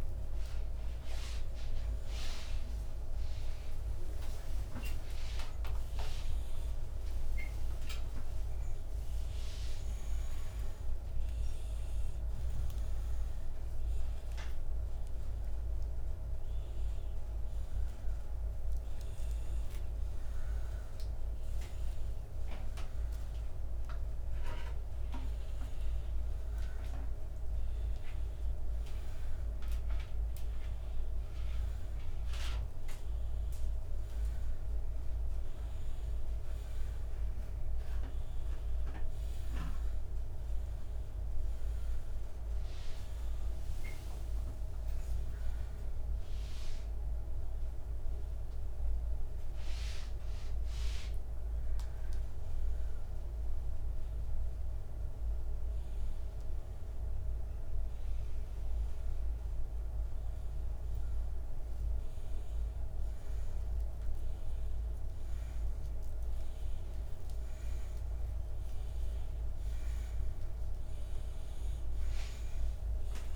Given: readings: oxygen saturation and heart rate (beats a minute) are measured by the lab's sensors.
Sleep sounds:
a person partly awake in a sleep study, hard to hear, by a room microphone; 1
13.50-73.36 s: new sleep stage, N2 (light sleep)
15.50-31.50 s: oxygen desaturation (device-marked, oxygen 96% before, 92% lowest, heart rate 100 before, 62 extreme)
39.00-42.50 s: arousal
45.50-55.50 s: hypopnea (oxygen 95% before, 90% lowest, heart rate 80 before, 83 extreme, up 1 after)
58.00-61.50 s: arousal
61.50-71.50 s: oxygen desaturation (device-marked, oxygen 96% before, 93% lowest, heart rate 95 before, 85 extreme)
From the record:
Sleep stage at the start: awake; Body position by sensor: upright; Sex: male

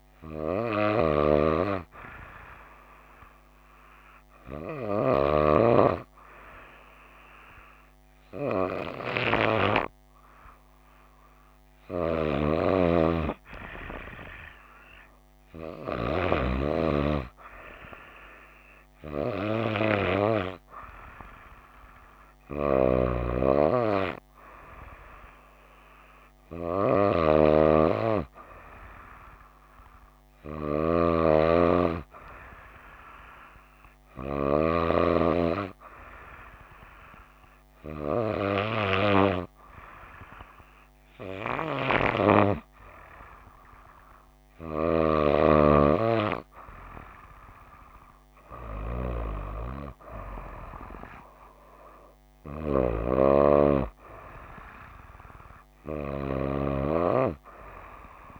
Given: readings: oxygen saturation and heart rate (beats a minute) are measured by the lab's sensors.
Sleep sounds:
breathing in sleep by a microphone on the trachea; none
none scored
From the record:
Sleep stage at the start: N2 (light sleep); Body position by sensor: on the right side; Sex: female

